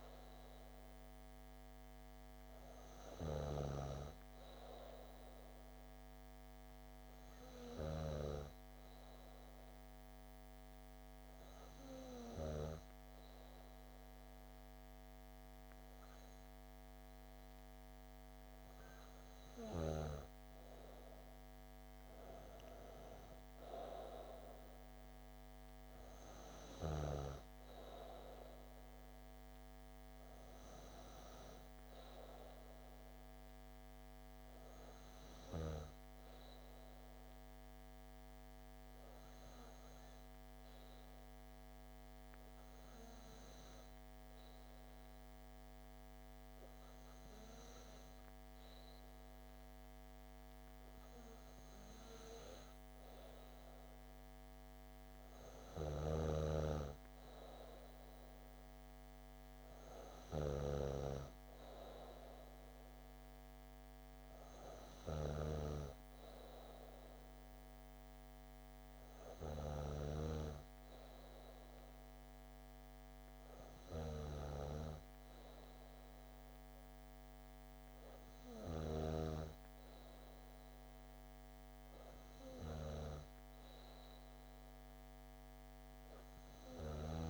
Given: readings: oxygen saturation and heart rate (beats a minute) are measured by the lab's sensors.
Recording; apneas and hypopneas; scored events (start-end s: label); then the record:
breathing in sleep by a microphone on the trachea; none
none scored
From the record:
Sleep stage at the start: N2 (light sleep); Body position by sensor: on the back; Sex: female